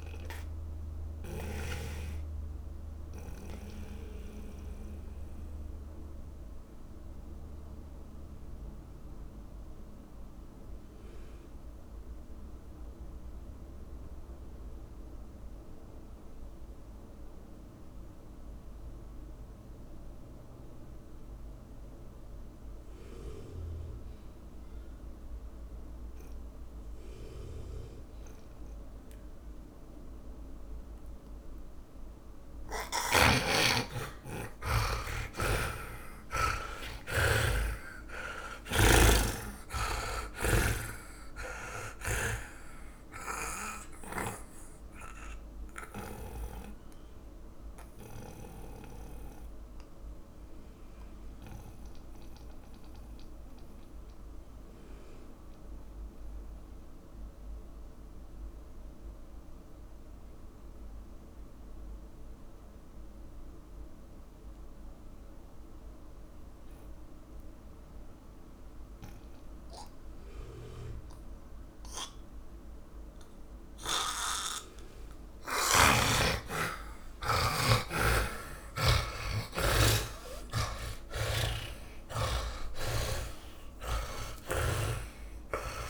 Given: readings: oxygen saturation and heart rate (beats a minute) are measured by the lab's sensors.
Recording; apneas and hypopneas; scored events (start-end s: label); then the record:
breathing in sleep by a room microphone; 2
0.00-2.00 s: snoring (device-marked)
0.00-15.50 s: oxygen desaturation (device-marked, oxygen 81% lowest)
1.50-33.00 s: mixed apnea (oxygen 100% before, 80% lowest)
24.50-64.50 s: oxygen desaturation (device-marked, oxygen 100% before, 80% lowest)
35.50-42.50 s: snoring (device-marked)
38.50-43.00 s: arousal
44.50-49.00 s: snoring (device-marked)
44.50-76.00 s: mixed apnea (oxygen 100% before, 80% lowest)
71.50-77.50 s: oxygen desaturation (device-marked, oxygen 100% before, 95% lowest)
76.00-79.50 s: snoring (device-marked)
78.50-84.00 s: arousal
79.50-85.89 s: oxygen desaturation (device-marked, oxygen 100% before, 81% lowest)
81.50-85.89 s: snoring (device-marked)
From the record:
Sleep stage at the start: N2 (light sleep); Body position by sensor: on the back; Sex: male